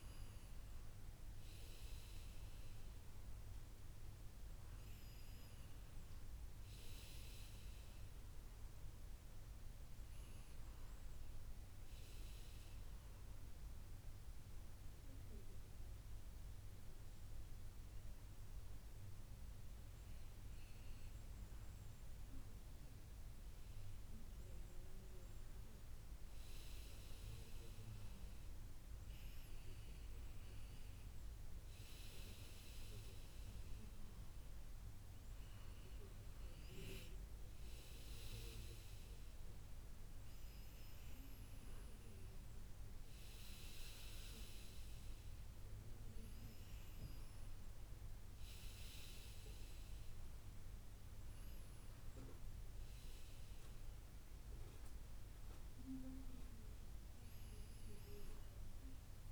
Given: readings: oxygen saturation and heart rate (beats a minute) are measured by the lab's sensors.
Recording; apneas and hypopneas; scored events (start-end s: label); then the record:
breathing in sleep, hard to hear, by a room microphone; none
26.50-59.32 s: new sleep stage, N2 (light sleep)
From the record:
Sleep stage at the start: N1 (lightest sleep); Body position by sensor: on the back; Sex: male